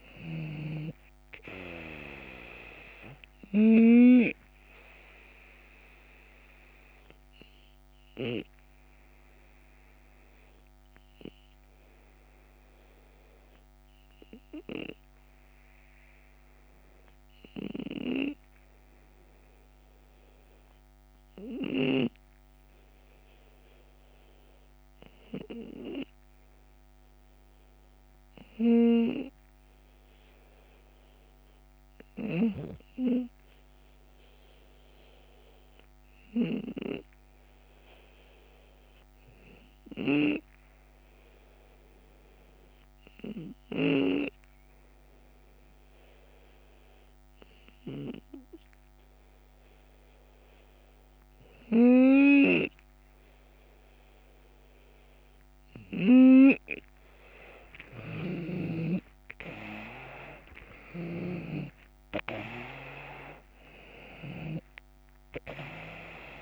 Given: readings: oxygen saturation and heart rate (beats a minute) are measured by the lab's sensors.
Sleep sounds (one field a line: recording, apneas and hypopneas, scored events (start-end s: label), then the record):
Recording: breathing in sleep by a microphone on the trachea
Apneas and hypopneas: 1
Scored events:
0.00-3.50 s: snoring (device-marked)
0.00-8.00 s: drop in pulse transit time (device-marked, heart rate 73 extreme)
0.00-24.00 s: oxygen desaturation (device-marked, oxygen 85% lowest, heart rate 70 extreme)
4.50-54.00 s: hypopnea (oxygen 94% before, 81% lowest, heart rate 79 before, 70 extreme, up 8 after)
36.00-43.00 s: drop in pulse transit time (device-marked, heart rate 76 before, 76 extreme)
37.00-66.41 s: oxygen desaturation (device-marked, oxygen 93% before, 81% lowest, heart rate 76 before, 72 extreme)
56.50-61.50 s: arousal
57.00-66.41 s: drop in pulse transit time (device-marked, heart rate 76 before, 79 extreme)
57.50-66.41 s: snoring (device-marked)
From the record:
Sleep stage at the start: REM sleep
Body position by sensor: on the left side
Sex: male